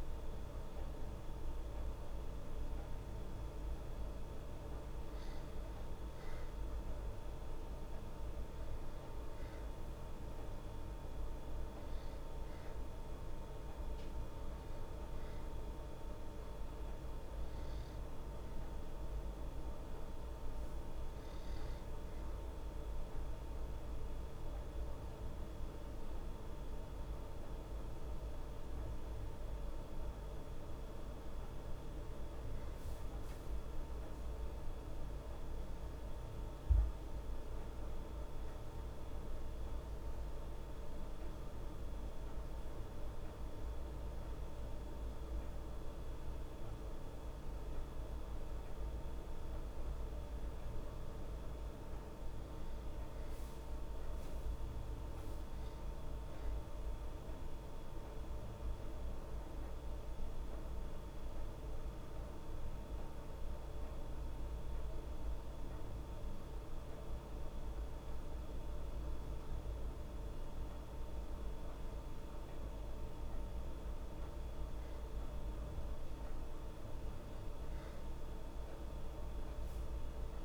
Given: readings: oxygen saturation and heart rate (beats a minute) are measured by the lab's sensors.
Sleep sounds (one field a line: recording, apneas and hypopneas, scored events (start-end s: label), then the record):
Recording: breathing in sleep, hard to hear, by a room microphone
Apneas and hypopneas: none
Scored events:
none scored
From the record:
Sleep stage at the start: N2 (light sleep)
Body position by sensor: on the back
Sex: female